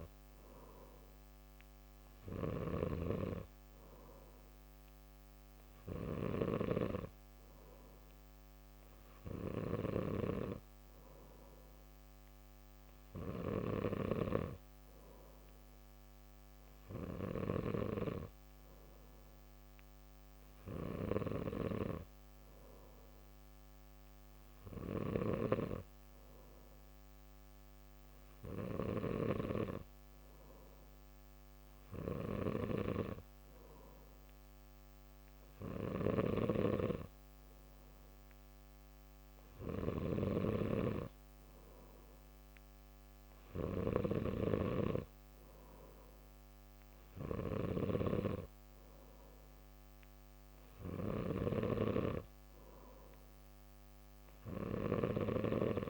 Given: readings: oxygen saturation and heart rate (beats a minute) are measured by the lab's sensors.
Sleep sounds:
breathing in sleep by a microphone on the trachea; none
35.50-44.00 s: snoring (device-marked)
From the record:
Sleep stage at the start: N2 (light sleep); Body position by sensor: on the back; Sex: male

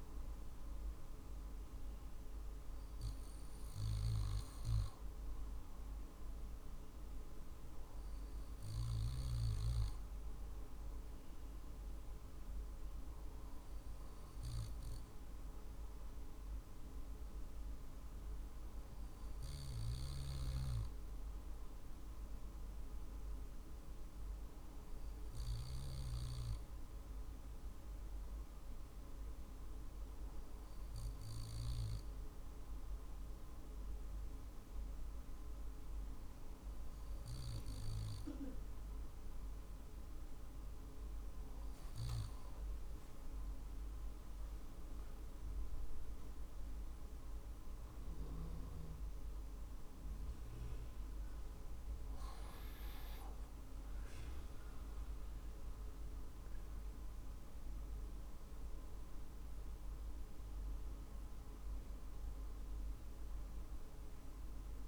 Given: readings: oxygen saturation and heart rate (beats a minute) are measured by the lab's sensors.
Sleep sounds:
breathing in sleep, hard to hear, by a room microphone; 1
0.00-3.00 s: arousal
20.50-39.00 s: hypopnea (oxygen 95% before, 93% lowest, heart rate 48 before, 46 extreme, up 5 after)
42.00-46.00 s: arousal
49.00-64.88 s: drop in pulse transit time (device-marked, heart rate 48 before, 47 extreme)
From the record:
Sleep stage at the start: N2 (light sleep); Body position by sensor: on the back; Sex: male

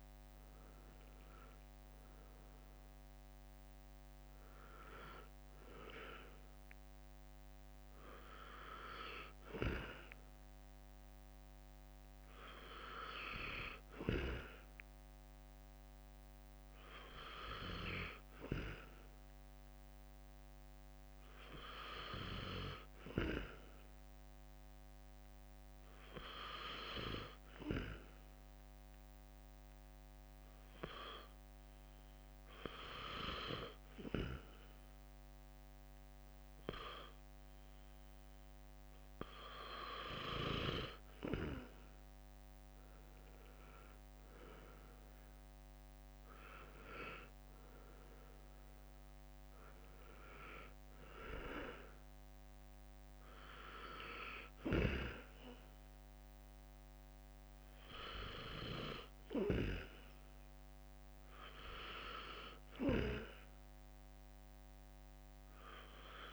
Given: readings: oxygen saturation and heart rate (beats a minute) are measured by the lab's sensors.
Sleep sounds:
breathing in sleep by a microphone on the trachea; 1
28.00-40.00 s: obstructive apnea (oxygen 95% before, 92% lowest, heart rate 63 before, 63 extreme, up 5 after)
41.50-45.50 s: arousal
From the record:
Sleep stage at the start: N2 (light sleep); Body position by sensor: on the right side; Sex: male

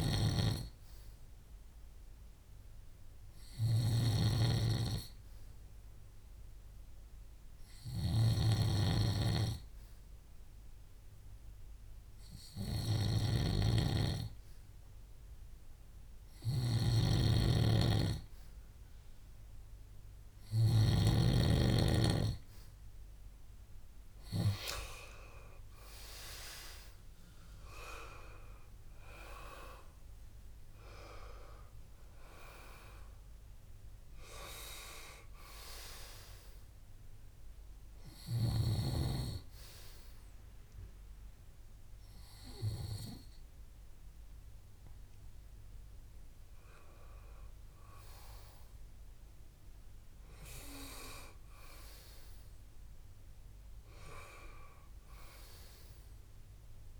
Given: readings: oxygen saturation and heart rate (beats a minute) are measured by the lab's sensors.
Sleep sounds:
breathing in sleep by a room microphone; 1
5.00-6.00 s: oxygen desaturation (device-marked, oxygen 97% before, 95% lowest, heart rate 64 before, 65 extreme)
6.50-20.00 s: hypopnea (oxygen 98% before, 92% lowest, heart rate 64 before, 62 extreme, up 3 after)
13.00-21.00 s: snoring (device-marked)
22.00-26.50 s: arousal
54.50-57.00 s: arousal
From the record:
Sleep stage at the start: N2 (light sleep); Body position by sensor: on the back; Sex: male

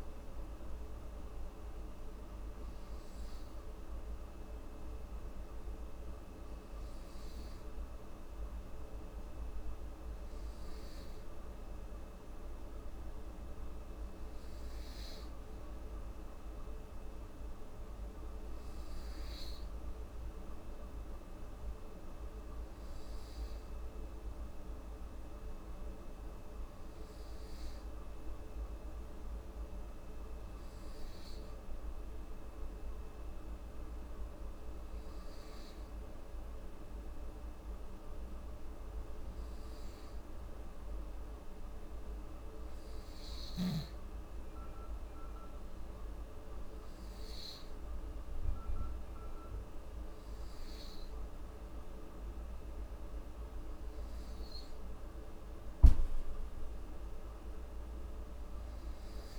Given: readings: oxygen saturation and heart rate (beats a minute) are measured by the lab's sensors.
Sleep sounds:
breathing in sleep, hard to hear, by a room microphone; none
none scored
From the record:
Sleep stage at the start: N2 (light sleep); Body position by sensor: on the back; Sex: female

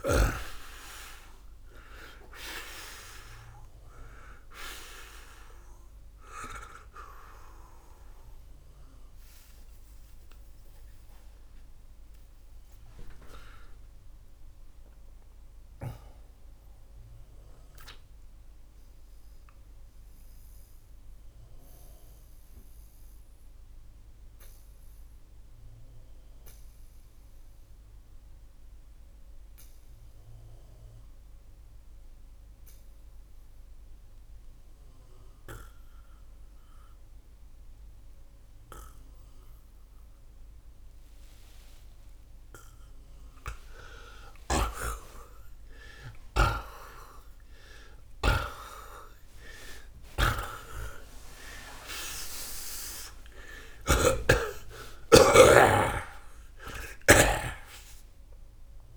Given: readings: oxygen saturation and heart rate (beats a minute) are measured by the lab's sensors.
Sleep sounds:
breathing in sleep by a room microphone; 1
12.00-38.00 s: oxygen desaturation (device-marked, oxygen 94% before, 83% lowest, heart rate 101 before, 58 extreme)
17.00-43.50 s: obstructive apnea (oxygen 94% before, 78% lowest, heart rate 105 before, 58 extreme)
44.00-57.00 s: snoring (device-marked)
45.00-49.50 s: arousal
52.00-58.96 s: oxygen desaturation (device-marked, oxygen 92% before, 78% lowest, heart rate 87 before, 69 extreme)
From the record:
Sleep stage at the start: N2 (light sleep); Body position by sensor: on the back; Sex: male

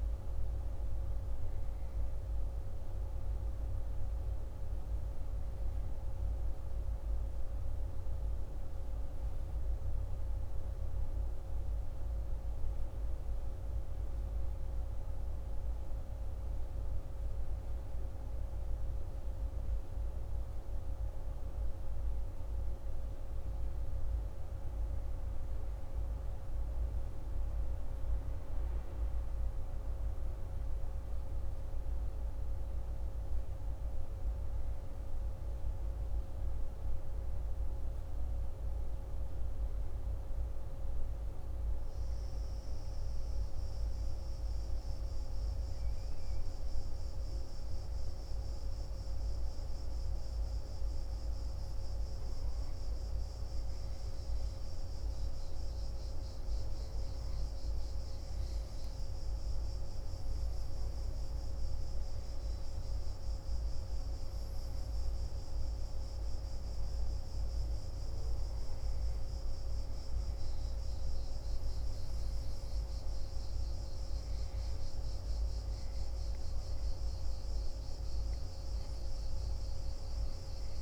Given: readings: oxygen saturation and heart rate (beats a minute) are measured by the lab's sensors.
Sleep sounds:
a person awake in a sleep study, hard to hear, by a room microphone; none
51.50-80.81 s: new sleep stage, N1 (lightest sleep)
From the record:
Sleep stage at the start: awake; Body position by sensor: on the back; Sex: male

